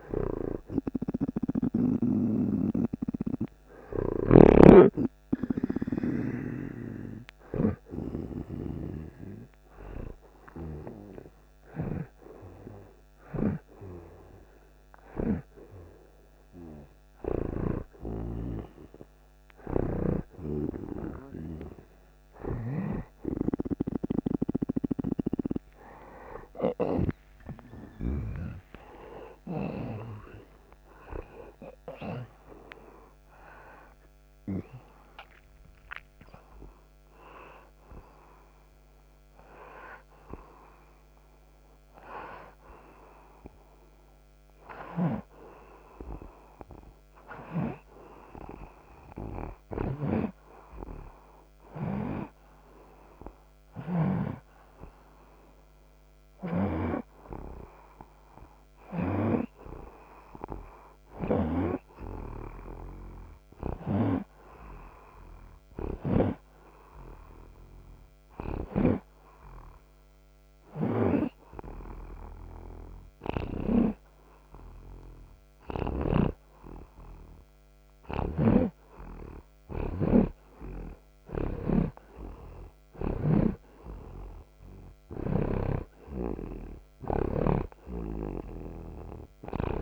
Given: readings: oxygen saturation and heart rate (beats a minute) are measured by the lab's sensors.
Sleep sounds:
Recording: breathing in sleep by a microphone on the trachea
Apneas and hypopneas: 1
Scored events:
0.00-2.50 s: snoring (device-marked)
4.50-18.00 s: snoring (device-marked)
27.00-32.00 s: arousal
37.00-52.00 s: oxygen desaturation (device-marked, oxygen 91% before, 87% lowest)
53.50-57.00 s: snoring (device-marked)
60.00-64.00 s: arousal
67.50-77.50 s: hypopnea (oxygen 93% before, 86% lowest, heart rate 32 before, 25 extreme, up 12 after)
76.00-87.50 s: snoring (device-marked)
79.00-84.00 s: arousal
84.00-89.82 s: oxygen desaturation (device-marked, oxygen 89% before, 86% lowest)
From the record:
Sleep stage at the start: REM sleep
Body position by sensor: on the right side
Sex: male

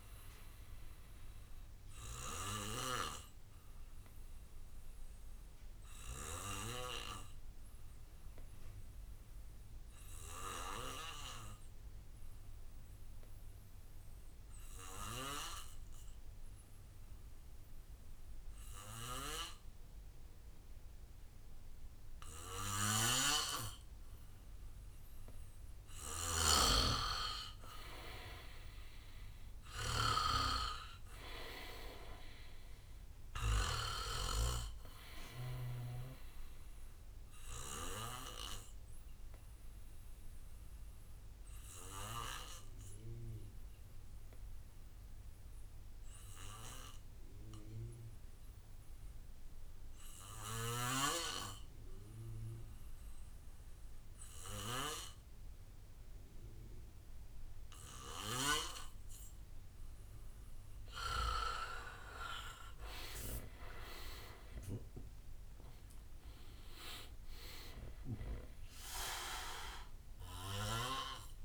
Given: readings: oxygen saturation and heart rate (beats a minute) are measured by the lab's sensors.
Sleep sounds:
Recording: breathing in sleep by a room microphone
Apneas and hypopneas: 2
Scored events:
0.00-10.50 s: oxygen desaturation (device-marked, oxygen 91% lowest, heart rate 58 extreme)
2.50-26.50 s: obstructive apnea (oxygen 98% before, 89% lowest, heart rate 65 before, 56 extreme, up 7 after)
5.50-8.50 s: bradycardia (device-marked, heart rate 65 before, 59 extreme)
22.50-49.50 s: oxygen desaturation (device-marked, oxygen 98% before, 89% lowest, heart rate 61 before, 56 extreme)
23.00-34.50 s: snoring (device-marked)
28.50-32.00 s: arousal
37.50-48.50 s: bradycardia (device-marked, heart rate 65 before, 56 extreme)
39.00-60.50 s: obstructive apnea (oxygen 99% before, 85% lowest, heart rate 65 before, 56 extreme, up 13 after)
61.50-71.45 s: oxygen desaturation (device-marked, oxygen 98% before, 89% lowest, heart rate 60 before, 57 extreme)
62.50-71.45 s: drop in pulse transit time (device-marked, heart rate 61 before, 64 extreme)
63.00-67.50 s: arousal
From the record:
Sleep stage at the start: N2 (light sleep)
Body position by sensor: on the back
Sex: male

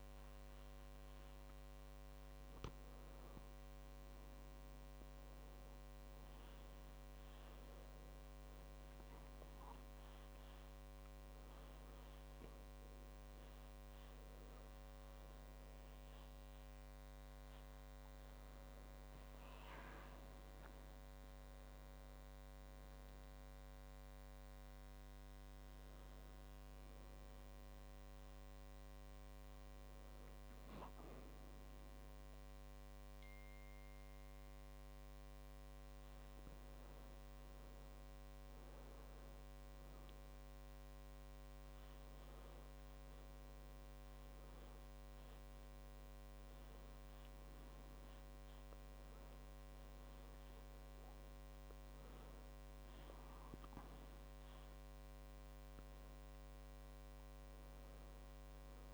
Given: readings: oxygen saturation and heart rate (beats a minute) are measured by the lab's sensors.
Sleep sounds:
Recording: a person awake in a sleep study, hard to hear, by a microphone on the trachea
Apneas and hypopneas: none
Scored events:
none scored
From the record:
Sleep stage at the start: awake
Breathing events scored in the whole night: 242 in 5.2 hours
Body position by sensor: on the back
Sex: male

